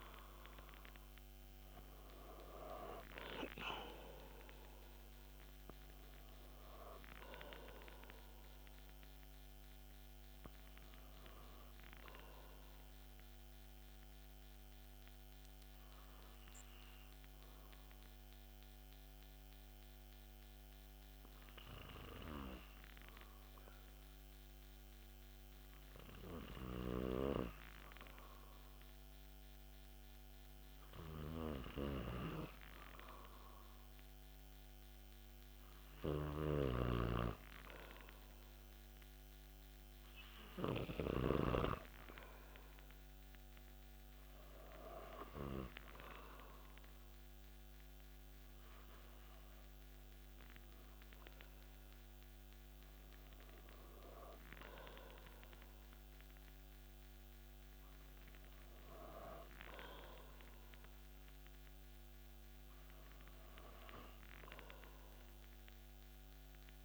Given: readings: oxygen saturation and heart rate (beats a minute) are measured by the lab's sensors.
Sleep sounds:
breathing in sleep by a microphone on the trachea; 1
11.00-28.00 s: obstructive apnea (oxygen 96% before, 93% lowest)
30.50-34.50 s: arousal
From the record:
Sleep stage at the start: N2 (light sleep); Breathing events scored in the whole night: 169 in 4.5 hours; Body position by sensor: on the back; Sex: male

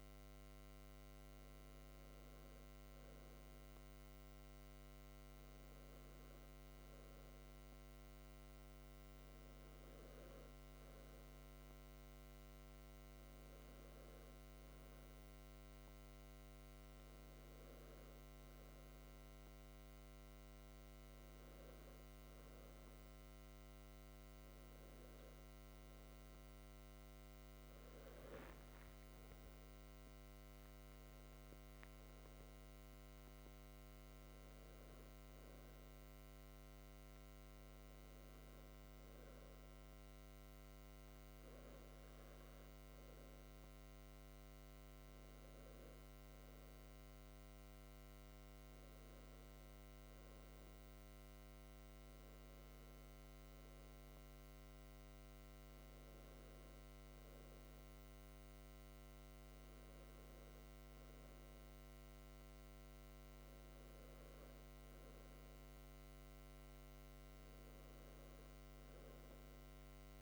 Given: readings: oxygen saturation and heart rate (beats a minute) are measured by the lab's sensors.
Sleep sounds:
breathing in sleep, hard to hear, by a microphone on the trachea; none
none scored
From the record:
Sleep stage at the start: N2 (light sleep); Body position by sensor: on the back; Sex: male

